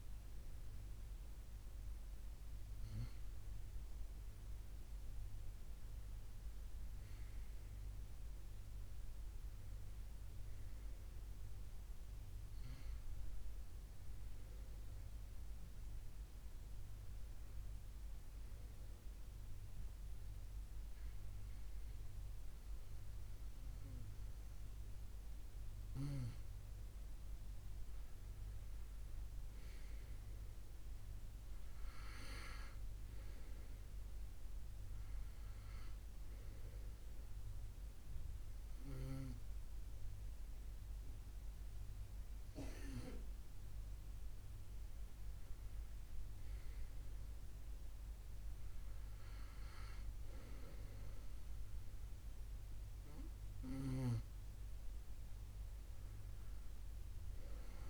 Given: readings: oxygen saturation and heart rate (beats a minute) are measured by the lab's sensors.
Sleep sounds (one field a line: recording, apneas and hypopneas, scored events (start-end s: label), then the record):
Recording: breathing in sleep by a room microphone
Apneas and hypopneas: none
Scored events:
none scored
From the record:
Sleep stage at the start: N2 (light sleep)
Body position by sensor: on the back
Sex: male